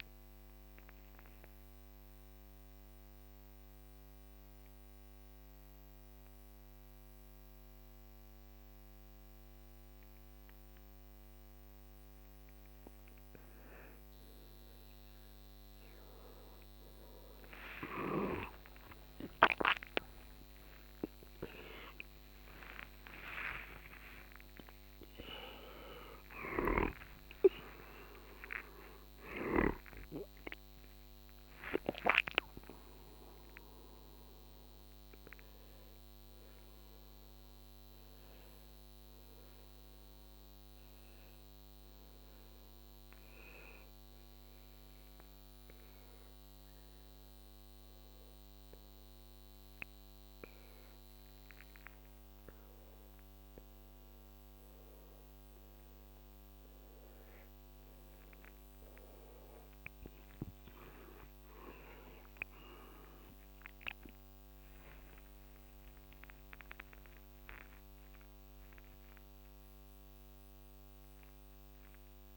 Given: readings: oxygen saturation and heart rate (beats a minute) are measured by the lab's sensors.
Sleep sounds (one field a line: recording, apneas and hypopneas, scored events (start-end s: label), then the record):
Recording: a person awake in a sleep study, by a microphone on the trachea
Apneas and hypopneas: none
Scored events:
21.50-37.50 s: oxygen desaturation (device-marked, oxygen 98% before, 93% lowest, heart rate 63 before, 59 extreme)
31.50-61.50 s: new sleep stage, N1 (lightest sleep)
56.50-72.37 s: oxygen desaturation (device-marked, oxygen 96% before, 92% lowest, heart rate 66 before, 59 extreme)
61.50-72.37 s: new sleep stage, awake
From the record:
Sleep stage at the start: awake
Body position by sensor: on the back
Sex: male